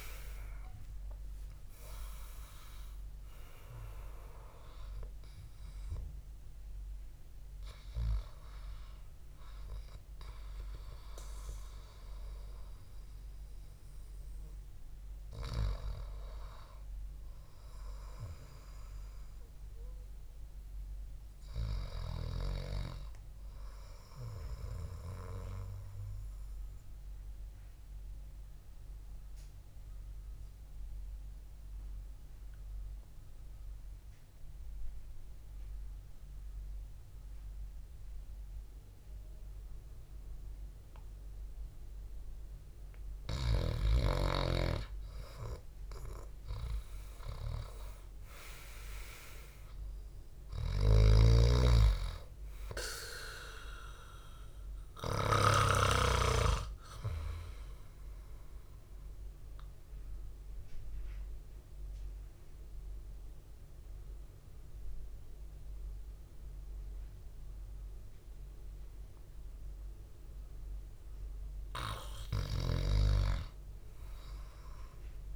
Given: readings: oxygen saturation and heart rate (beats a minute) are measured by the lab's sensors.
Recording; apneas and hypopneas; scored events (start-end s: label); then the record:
breathing in sleep by a room microphone; 2
0.00-4.50 s: oxygen desaturation (device-marked, oxygen 93% lowest, heart rate 64 extreme)
22.00-25.00 s: arousal
26.50-43.50 s: obstructive apnea (oxygen 100% before, 92% lowest, heart rate 72 before, 62 extreme, up 5 after)
43.50-72.50 s: oxygen desaturation (device-marked, oxygen 98% before, 92% lowest, heart rate 67 before, 66 extreme)
45.00-49.00 s: arousal
51.50-56.50 s: snoring (device-marked)
59.50-70.50 s: obstructive apnea (oxygen 99% before, 92% lowest, heart rate 66 before, 69 extreme, up 4 after)
72.50-75.35 s: arousal
From the record:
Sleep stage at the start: REM sleep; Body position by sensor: on the back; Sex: male